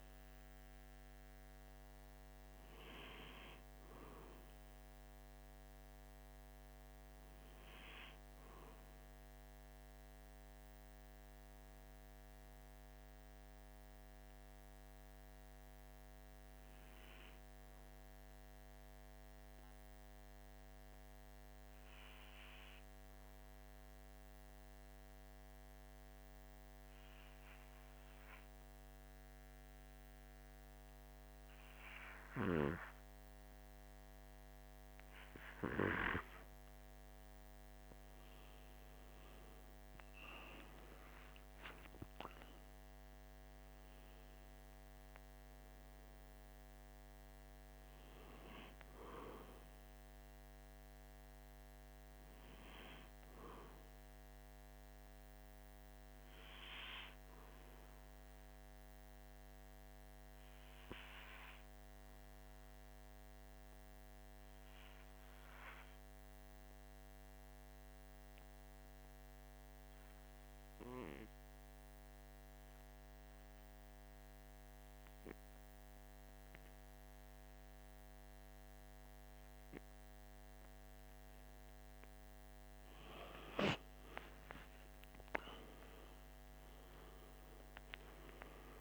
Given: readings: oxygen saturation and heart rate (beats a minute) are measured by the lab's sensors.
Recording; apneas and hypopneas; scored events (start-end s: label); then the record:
breathing in sleep by a microphone on the trachea; 2
0.00-18.50 s: oxygen desaturation (device-marked, oxygen 92% lowest, heart rate 42 extreme)
14.00-35.50 s: obstructive apnea (oxygen 97% before, 93% lowest, heart rate 45 before, 43 extreme, up 5 after)
38.00-41.50 s: arousal
58.50-82.00 s: obstructive apnea (oxygen 97% before, 93% lowest, heart rate 47 before, 45 extreme, up 6 after)
85.00-88.81 s: arousal
From the record:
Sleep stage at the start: N2 (light sleep); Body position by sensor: on the right side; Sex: male